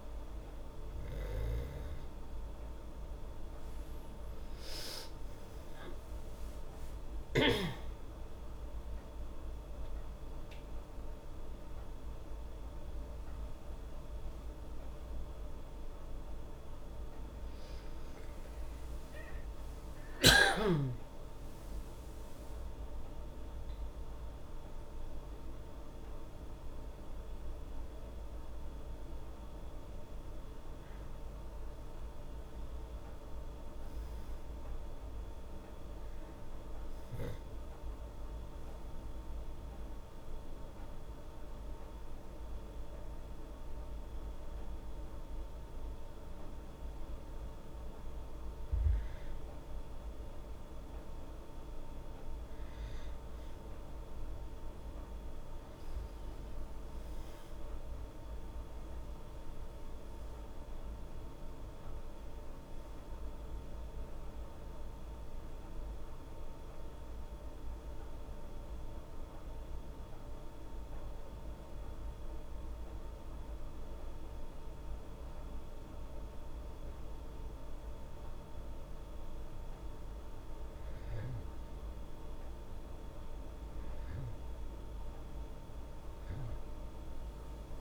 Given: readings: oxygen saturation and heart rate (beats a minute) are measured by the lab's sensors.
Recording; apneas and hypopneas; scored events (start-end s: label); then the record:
a person partly awake in a sleep study, hard to hear, by a room microphone; 2
23.00-53.00 s: new sleep stage, N1 (lightest sleep)
37.50-49.00 s: obstructive apnea (oxygen 99% before, 94% lowest, heart rate 80 before, 71 extreme, up 0 after)
42.00-50.00 s: oxygen desaturation (device-marked, oxygen 99% before, 96% lowest, heart rate 78 before, 71 extreme)
53.00-87.81 s: new sleep stage, N2 (light sleep)
56.00-61.00 s: arousal
57.00-73.00 s: oxygen desaturation (device-marked, oxygen 99% before, 94% lowest, heart rate 74 before, 71 extreme)
67.50-83.50 s: hypopnea (oxygen 99% before, 95% lowest, heart rate 75 before, 71 extreme, up 7 after)
85.00-87.81 s: oxygen desaturation (device-marked, oxygen 99% before, 95% lowest, heart rate 73 before, 74 extreme)
From the record:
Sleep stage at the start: awake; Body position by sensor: on the back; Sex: female